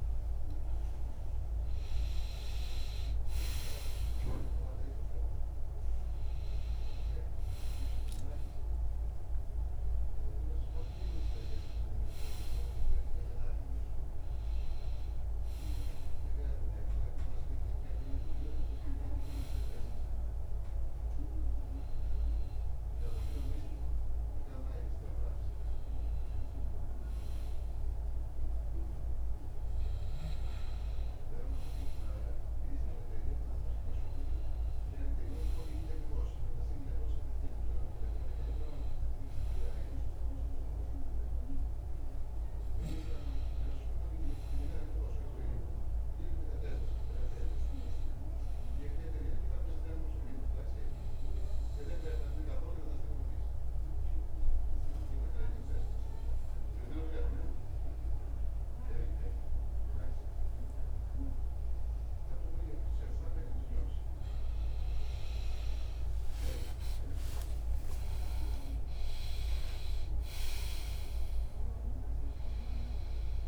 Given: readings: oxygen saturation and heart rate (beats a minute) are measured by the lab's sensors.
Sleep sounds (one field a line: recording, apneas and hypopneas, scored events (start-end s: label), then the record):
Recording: breathing in sleep by a room microphone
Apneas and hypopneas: 1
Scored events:
44.00-47.50 s: arousal
48.50-63.50 s: obstructive apnea (oxygen 100% before, 94% lowest, heart rate 88 before, 66 extreme, up 23 after)
64.50-73.48 s: oxygen desaturation (device-marked, oxygen 97% before, 94% lowest, heart rate 72 before, 69 extreme)
65.50-69.50 s: arousal
From the record:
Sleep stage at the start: N2 (light sleep)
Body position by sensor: on the back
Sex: male